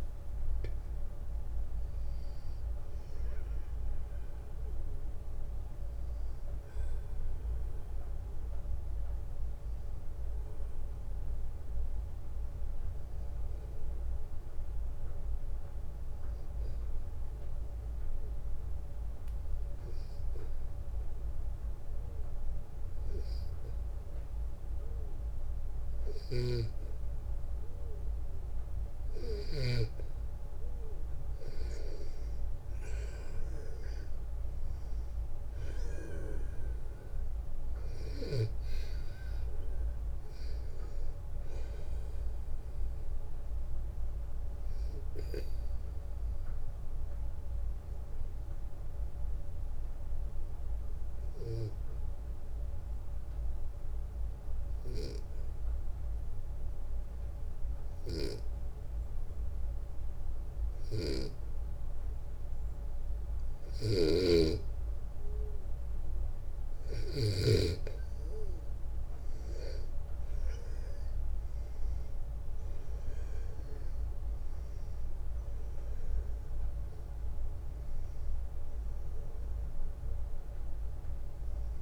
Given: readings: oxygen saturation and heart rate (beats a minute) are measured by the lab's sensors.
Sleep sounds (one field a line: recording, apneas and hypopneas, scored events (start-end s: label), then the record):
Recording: breathing in sleep by a room microphone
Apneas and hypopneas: 2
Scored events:
16.00-28.50 s: obstructive apnea (oxygen 94% before, 92% lowest, heart rate 67 before, 61 extreme, up 7 after)
25.50-29.50 s: snoring (device-marked)
31.00-34.50 s: arousal
45.00-64.50 s: obstructive apnea (oxygen 96% before, 91% lowest, heart rate 65 before, 61 extreme, up 5 after)
60.00-67.00 s: snoring (device-marked)
79.00-81.82 s: new sleep stage, awake
From the record:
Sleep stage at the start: N2 (light sleep)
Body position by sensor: on the back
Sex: male